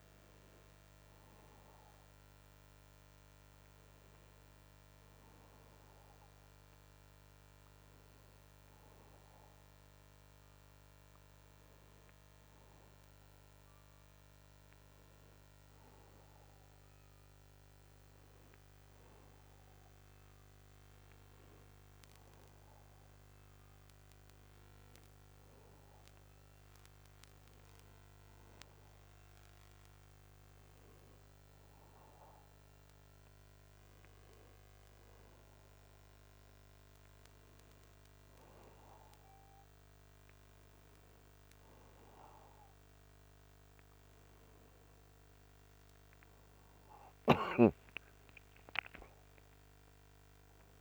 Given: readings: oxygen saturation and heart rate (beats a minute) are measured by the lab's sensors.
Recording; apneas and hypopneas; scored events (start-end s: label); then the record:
a person awake in a sleep study, hard to hear, by a microphone on the trachea; none
none scored
From the record:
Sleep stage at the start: awake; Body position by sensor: on the back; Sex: male